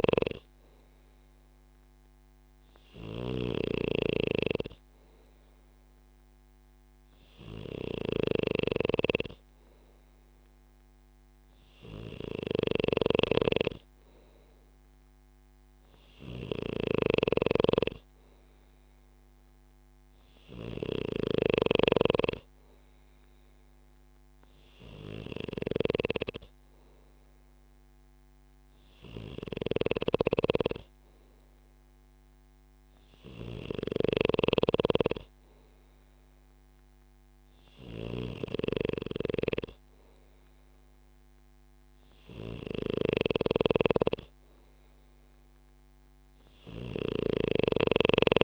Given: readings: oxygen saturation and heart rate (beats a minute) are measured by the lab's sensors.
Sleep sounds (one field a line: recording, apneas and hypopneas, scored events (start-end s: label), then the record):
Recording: breathing in sleep by a microphone on the trachea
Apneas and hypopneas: none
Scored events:
0.00-48.44 s: snoring (device-marked)
From the record:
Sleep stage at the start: N2 (light sleep)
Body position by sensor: on the back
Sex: male